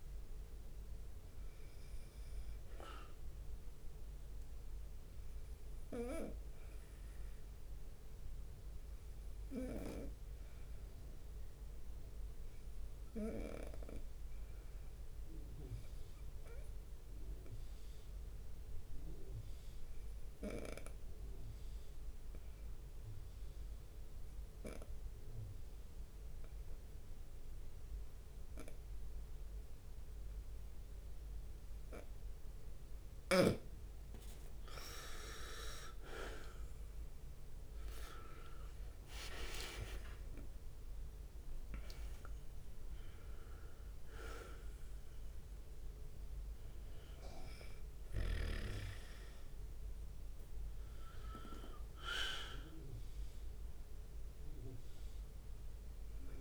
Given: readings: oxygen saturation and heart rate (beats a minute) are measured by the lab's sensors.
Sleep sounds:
breathing in sleep by a room microphone; 1
0.00-3.50 s: drop in pulse transit time (device-marked, heart rate 74 extreme)
0.00-16.50 s: oxygen desaturation (device-marked, oxygen 92% lowest, heart rate 69 extreme)
9.50-33.50 s: obstructive apnea (oxygen 97% before, 89% lowest, heart rate 75 before, 69 extreme, up 7 after)
10.00-11.50 s: leg movement (device-marked)
27.00-30.00 s: leg movement (device-marked)
30.50-33.00 s: leg movement (device-marked)
32.50-56.41 s: oxygen desaturation (device-marked, oxygen 97% before, 89% lowest, heart rate 70 before, 70 extreme)
34.00-36.00 s: leg movement (device-marked)
36.50-48.50 s: drop in pulse transit time (device-marked, heart rate 71 before, 74 extreme)
37.50-42.50 s: arousal
50.00-54.00 s: leg movement (device-marked)
From the record:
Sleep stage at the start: N2 (light sleep); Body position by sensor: on the right side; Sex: male

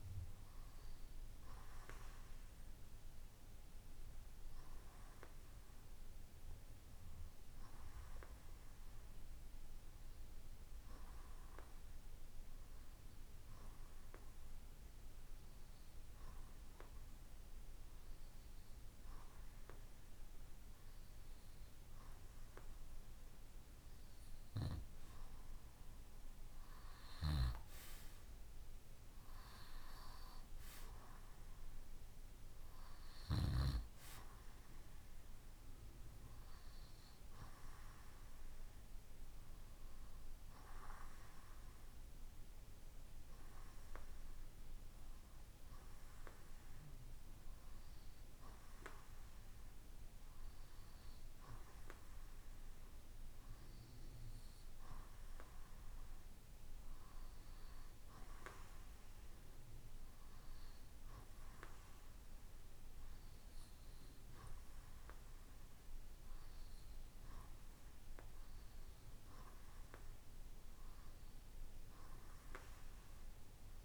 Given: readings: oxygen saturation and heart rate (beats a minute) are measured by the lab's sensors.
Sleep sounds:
breathing in sleep by a room microphone; 1
3.00-21.50 s: hypopnea (oxygen 96% before, 95% lowest, heart rate 75 before, 62 extreme, up 13 after)
24.00-28.00 s: arousal
From the record:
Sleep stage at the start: REM sleep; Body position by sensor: on the right side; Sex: male

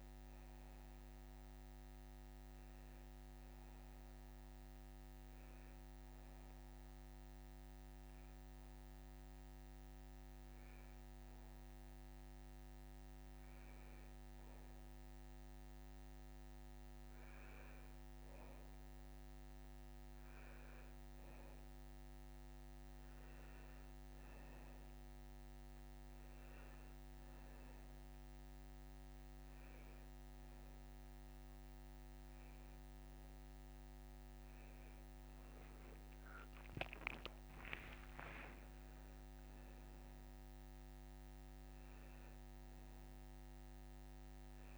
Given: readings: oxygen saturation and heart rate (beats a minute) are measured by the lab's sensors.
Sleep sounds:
breathing in sleep, hard to hear, by a microphone on the trachea; none
19.00-32.00 s: oxygen desaturation (device-marked, oxygen 96% before, 92% lowest, heart rate 123 before, 60 extreme)
34.50-38.00 s: arousal
From the record:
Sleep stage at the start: N2 (light sleep); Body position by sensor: on the back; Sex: male

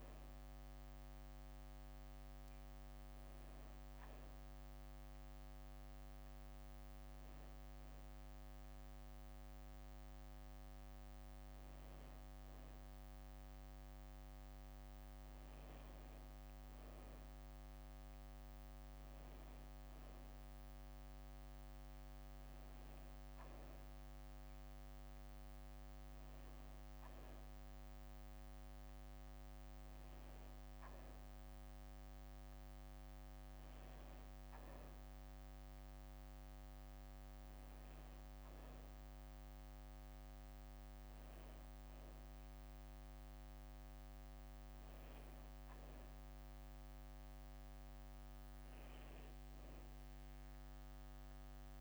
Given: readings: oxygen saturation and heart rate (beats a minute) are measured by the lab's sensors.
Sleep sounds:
a person awake in a sleep study, hard to hear, by a microphone on the trachea; none
none scored
From the record:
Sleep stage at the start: awake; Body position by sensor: on the back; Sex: female

